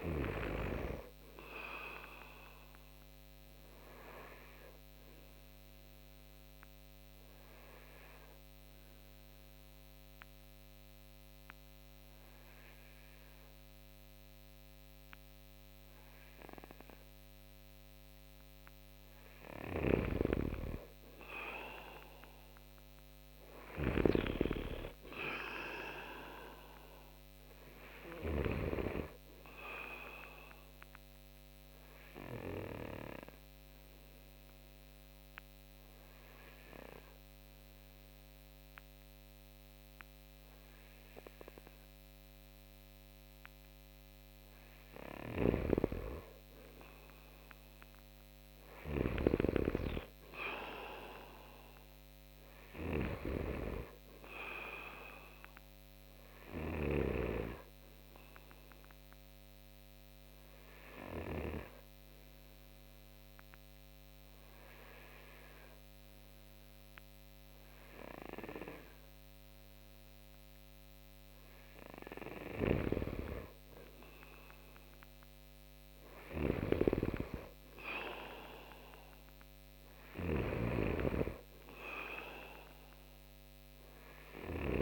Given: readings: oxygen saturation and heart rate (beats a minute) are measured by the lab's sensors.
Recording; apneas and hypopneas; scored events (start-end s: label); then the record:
breathing in sleep by a microphone on the trachea; 3
0.00-16.50 s: oxygen desaturation (device-marked, oxygen 89% lowest)
3.50-17.50 s: obstructive apnea (oxygen 94% before, 89% lowest)
19.00-28.00 s: snoring (device-marked)
21.00-24.00 s: arousal
28.50-44.50 s: oxygen desaturation (device-marked, oxygen 96% before, 91% lowest)
30.00-44.50 s: obstructive apnea (oxygen 96% before, 91% lowest)
44.50-61.00 s: snoring (device-marked)
46.50-49.00 s: arousal
55.50-70.50 s: obstructive apnea (oxygen 96% before, 90% lowest)
57.50-71.50 s: oxygen desaturation (device-marked, oxygen 96% before, 91% lowest)
72.00-84.82 s: snoring (device-marked)
72.50-76.50 s: arousal
78.50-84.82 s: oxygen desaturation (device-marked, oxygen 95% before, 91% lowest)
From the record:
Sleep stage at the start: N2 (light sleep); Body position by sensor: on the right side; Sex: male